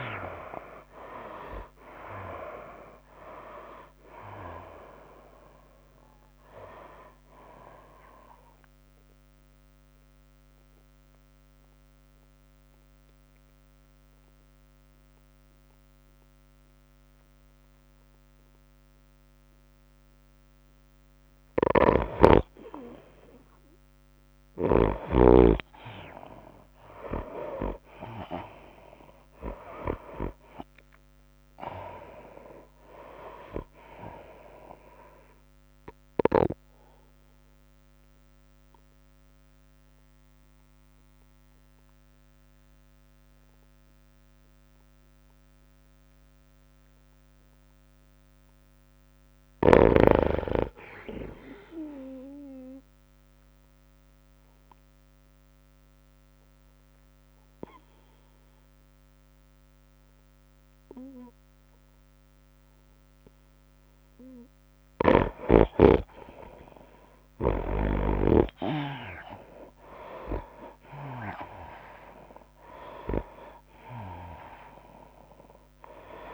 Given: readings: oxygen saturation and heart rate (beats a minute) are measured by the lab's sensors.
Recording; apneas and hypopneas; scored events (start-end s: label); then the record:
breathing in sleep by a microphone on the trachea; 3
0.00-1.50 s: arousal
0.00-16.00 s: oxygen desaturation (device-marked, oxygen 64% lowest, heart rate 62 extreme)
0.00-47.00 s: tachycardia (device-marked, heart rate 95 before, 112 extreme)
1.00-17.00 s: drop in pulse transit time (device-marked, heart rate 66 before, 90 extreme)
10.00-22.50 s: obstructive apnea (oxygen 79% before, 64% lowest, heart rate 85 before, 103 extreme, up 2 after)
22.50-26.00 s: snoring (device-marked)
23.00-43.00 s: oxygen desaturation (device-marked, oxygen 98% before, 81% lowest, heart rate 109 before, 97 extreme)
26.00-29.50 s: arousal
38.00-49.50 s: obstructive apnea (oxygen 98% before, 81% lowest, heart rate 106 before, 97 extreme, up 0 after)
50.00-65.00 s: oxygen desaturation (device-marked, oxygen 96% before, 83% lowest, heart rate 106 before, 100 extreme)
51.50-54.00 s: arousal
54.00-63.00 s: tachycardia (device-marked, heart rate 97 before, 102 extreme)
56.00-66.50 s: obstructive apnea (oxygen 96% before, 81% lowest, heart rate 104 before, 100 extreme, up 6 after)
64.00-76.34 s: tachycardia (device-marked, heart rate 97 before, 107 extreme)
65.50-69.50 s: snoring (device-marked)
67.00-76.34 s: oxygen desaturation (device-marked, oxygen 91% before, 81% lowest, heart rate 101 before, 99 extreme)
69.50-73.00 s: arousal
From the record:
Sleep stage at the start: N2 (light sleep); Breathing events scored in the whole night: 372 in 4.0 hours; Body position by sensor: on the right side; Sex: female